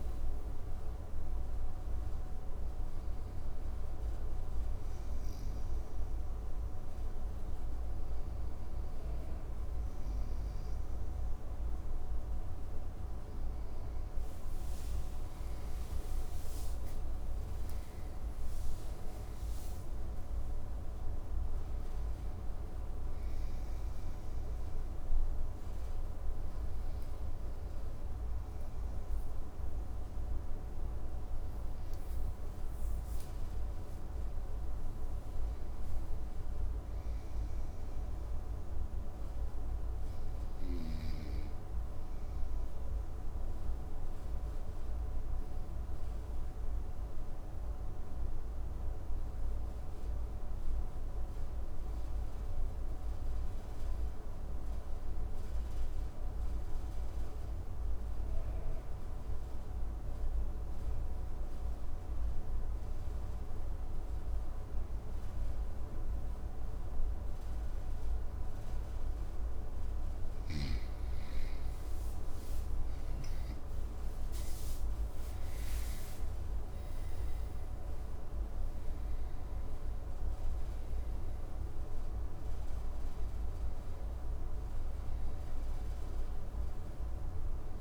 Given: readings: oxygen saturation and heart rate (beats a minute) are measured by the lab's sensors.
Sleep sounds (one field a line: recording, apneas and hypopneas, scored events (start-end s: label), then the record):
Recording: breathing in sleep, hard to hear, by a room microphone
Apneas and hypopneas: 1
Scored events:
14.50-18.00 s: arousal
43.50-69.00 s: obstructive apnea (oxygen 99% before, 92% lowest, heart rate 59 before, 54 extreme, up 9 after)
60.00-64.00 s: oxygen desaturation (device-marked, oxygen 98% before, 97% lowest, heart rate 56 before, 56 extreme)
72.00-75.50 s: arousal
From the record:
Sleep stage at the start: N2 (light sleep)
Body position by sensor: on the right side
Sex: male